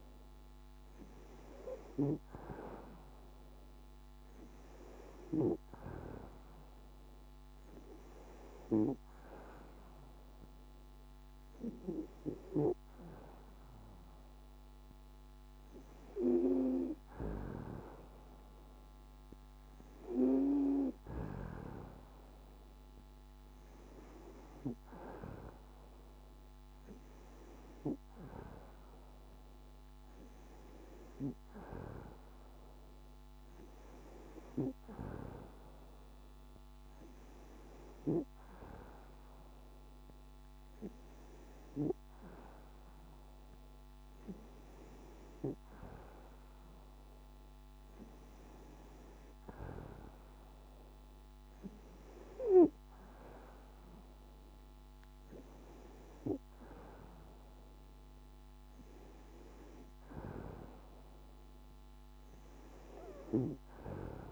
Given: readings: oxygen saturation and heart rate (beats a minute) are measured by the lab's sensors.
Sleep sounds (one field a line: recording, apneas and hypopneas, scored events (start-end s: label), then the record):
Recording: breathing in sleep by a microphone on the trachea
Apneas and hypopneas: none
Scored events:
none scored
From the record:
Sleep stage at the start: N2 (light sleep)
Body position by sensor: on the back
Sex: female